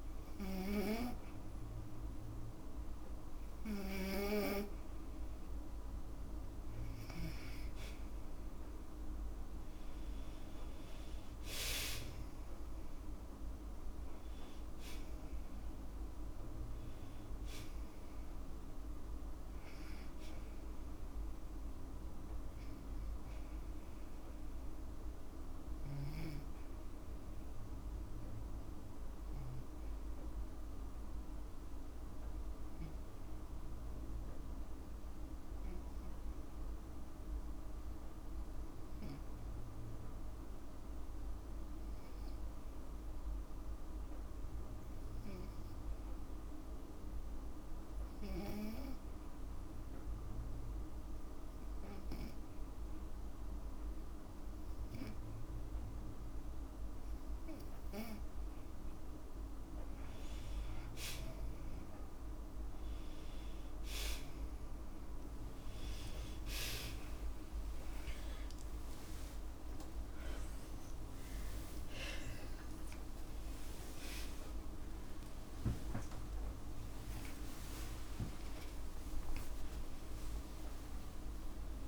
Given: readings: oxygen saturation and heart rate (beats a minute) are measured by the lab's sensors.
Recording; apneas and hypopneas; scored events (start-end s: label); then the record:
a person partly awake in a sleep study, by a room microphone; 1
0.00-1.00 s: arousal
28.50-56.00 s: obstructive apnea (oxygen 97% before, 91% lowest, heart rate 55 before, 51 extreme, up 3 after)
38.00-52.00 s: oxygen desaturation (device-marked, oxygen 94% before, 91% lowest, heart rate 52 before, 52 extreme)
56.00-81.88 s: new sleep stage, awake
67.00-69.00 s: long interval between heartbeats (device-marked, heart rate 54 before, 79 extreme)
79.00-81.00 s: long interval between heartbeats (device-marked, heart rate 73 before, 79 extreme)
From the record:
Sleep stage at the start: N2 (light sleep); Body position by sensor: on the back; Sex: female